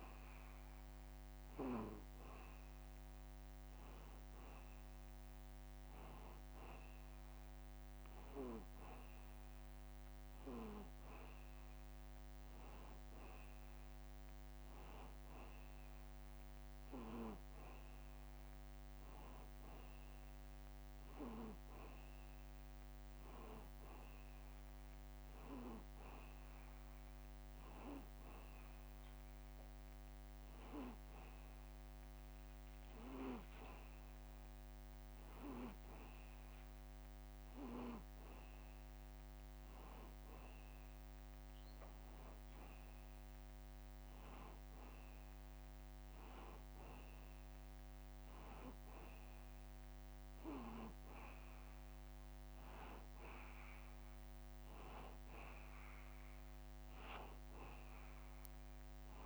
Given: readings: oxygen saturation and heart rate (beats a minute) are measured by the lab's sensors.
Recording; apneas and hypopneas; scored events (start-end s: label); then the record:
breathing in sleep by a microphone on the trachea; none
none scored
From the record:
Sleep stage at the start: N2 (light sleep); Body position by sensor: on the back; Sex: male